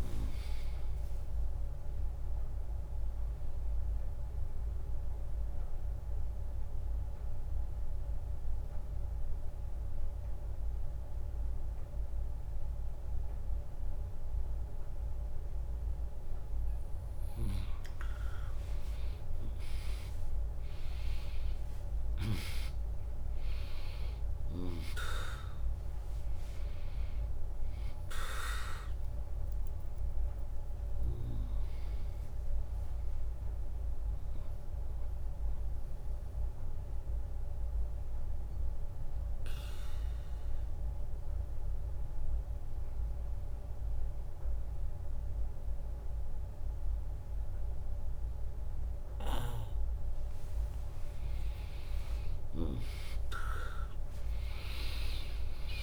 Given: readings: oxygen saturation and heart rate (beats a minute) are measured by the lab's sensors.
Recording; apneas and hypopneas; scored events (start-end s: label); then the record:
breathing in sleep by a room microphone; 2
0.00-12.50 s: drop in pulse transit time (device-marked, heart rate 77 extreme)
2.50-17.00 s: obstructive apnea (oxygen 99% before, 96% lowest, heart rate 72 before, 61 extreme)
19.50-24.50 s: arousal
21.50-42.50 s: oxygen desaturation (device-marked, oxygen 99% before, 96% lowest, heart rate 80 before, 62 extreme)
27.50-43.50 s: drop in pulse transit time (device-marked, heart rate 72 before, 70 extreme)
34.00-50.00 s: obstructive apnea (oxygen 99% before, 96% lowest, heart rate 72 before, 62 extreme)
51.50-55.82 s: arousal
From the record:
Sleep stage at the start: N2 (light sleep); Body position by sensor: on the right side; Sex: female